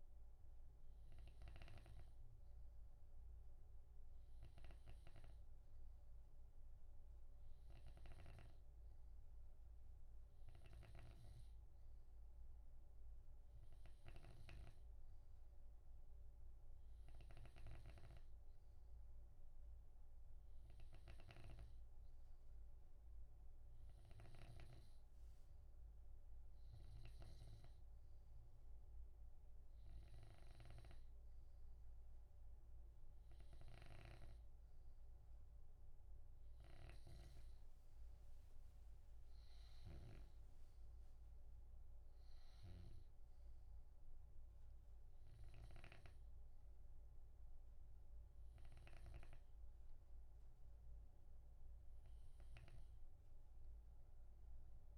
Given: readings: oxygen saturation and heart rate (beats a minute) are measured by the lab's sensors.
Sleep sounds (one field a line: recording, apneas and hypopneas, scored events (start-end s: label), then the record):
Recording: breathing in sleep by a room microphone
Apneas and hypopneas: none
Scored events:
0.00-2.00 s: snoring (device-marked)
8.00-25.00 s: snoring (device-marked)
27.00-40.50 s: snoring (device-marked)
49.00-54.98 s: snoring (device-marked)
From the record:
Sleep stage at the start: N2 (light sleep)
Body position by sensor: on the left side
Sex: male